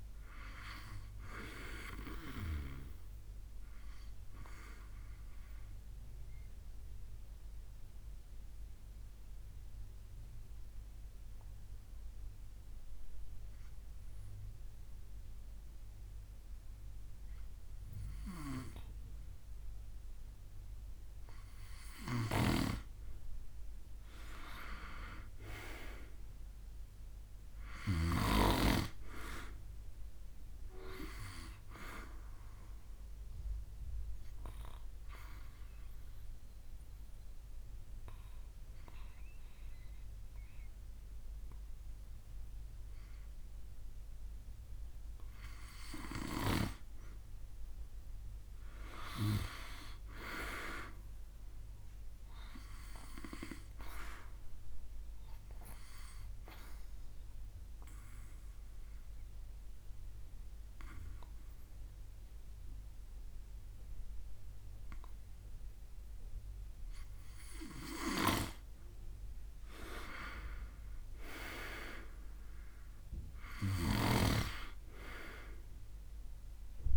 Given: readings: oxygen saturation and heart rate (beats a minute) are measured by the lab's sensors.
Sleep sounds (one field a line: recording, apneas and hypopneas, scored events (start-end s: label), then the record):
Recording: breathing in sleep by a room microphone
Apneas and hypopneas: 3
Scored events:
4.00-20.50 s: mixed apnea (oxygen 96% before, 91% lowest, heart rate 68 before, 68 extreme, up 3 after)
22.00-28.00 s: snoring (device-marked)
23.50-27.50 s: arousal
33.50-46.00 s: obstructive apnea (oxygen 96% before, 91% lowest, heart rate 71 before, 66 extreme, up 5 after)
47.50-51.00 s: arousal
48.50-55.50 s: oxygen desaturation (device-marked, oxygen 97% before, 91% lowest, heart rate 70 before, 66 extreme)
54.50-67.50 s: obstructive apnea (oxygen 97% before, 91% lowest, heart rate 70 before, 65 extreme, up 8 after)
69.50-73.00 s: arousal
75.50-76.96 s: oxygen desaturation (device-marked, oxygen 96% before, 91% lowest, heart rate 71 before, 64 extreme)
From the record:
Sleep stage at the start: N2 (light sleep)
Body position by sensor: on the back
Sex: male